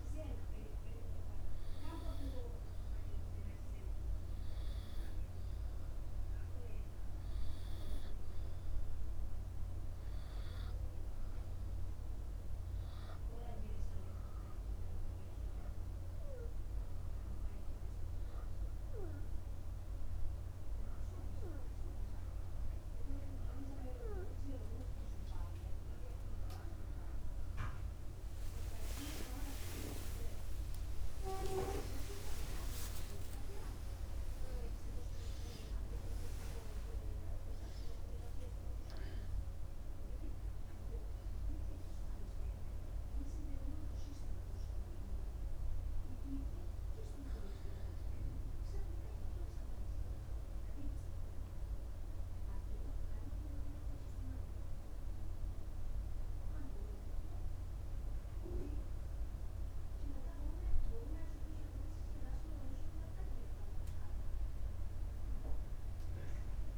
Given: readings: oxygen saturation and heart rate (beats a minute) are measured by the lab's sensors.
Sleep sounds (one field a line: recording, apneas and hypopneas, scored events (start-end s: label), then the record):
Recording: breathing in sleep by a room microphone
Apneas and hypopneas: 1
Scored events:
12.50-23.50 s: hypopnea (oxygen 92% before, 90% lowest)
30.50-37.00 s: arousal
45.00-64.00 s: oxygen desaturation (device-marked, oxygen 98% before, 91% lowest)
From the record:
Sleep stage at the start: N2 (light sleep)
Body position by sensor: upright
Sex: male